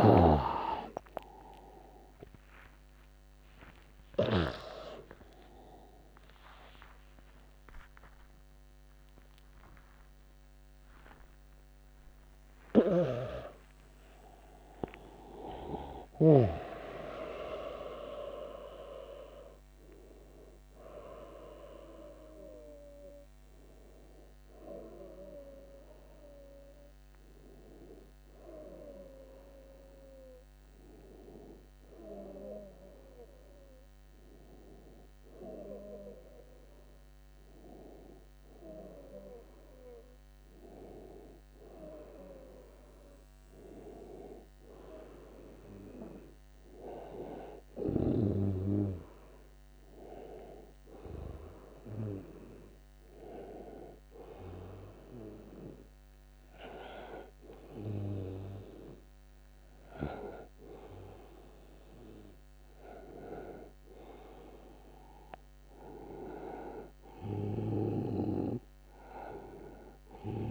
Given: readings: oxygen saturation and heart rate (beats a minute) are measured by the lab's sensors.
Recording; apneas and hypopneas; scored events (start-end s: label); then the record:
a person partly awake in a sleep study, by a microphone on the trachea; none
0.00-18.50 s: tachycardia (device-marked, heart rate 204 extreme)
0.00-20.50 s: oxygen desaturation (device-marked, oxygen 87% lowest, heart rate 74 extreme)
7.50-37.50 s: new sleep stage, awake
37.50-70.50 s: new sleep stage, N1 (lightest sleep)
From the record:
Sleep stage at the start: N2 (light sleep); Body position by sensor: on the right side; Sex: male